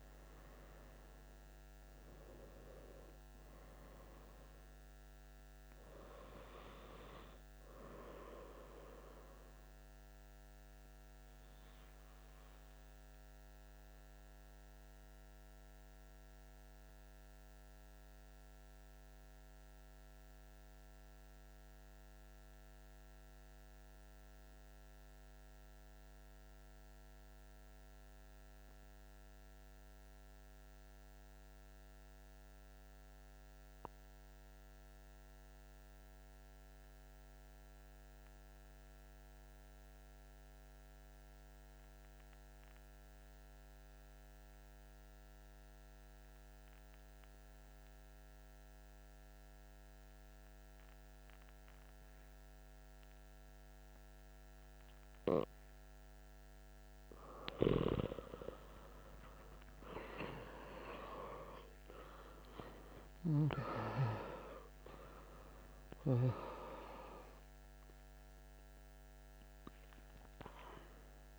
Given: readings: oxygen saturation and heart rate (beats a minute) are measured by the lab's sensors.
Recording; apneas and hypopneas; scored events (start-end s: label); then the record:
breathing in sleep by a microphone on the trachea; 1
0.00-6.50 s: oxygen desaturation (device-marked, oxygen 88% lowest, heart rate 50 extreme)
14.50-56.00 s: mixed apnea (oxygen 98% before, 89% lowest, heart rate 64 before, 59 extreme)
42.50-71.39 s: oxygen desaturation (device-marked, oxygen 98% before, 89% lowest, heart rate 120 before, 59 extreme)
57.00-62.50 s: arousal
From the record:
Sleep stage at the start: N2 (light sleep); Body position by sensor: on the back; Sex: male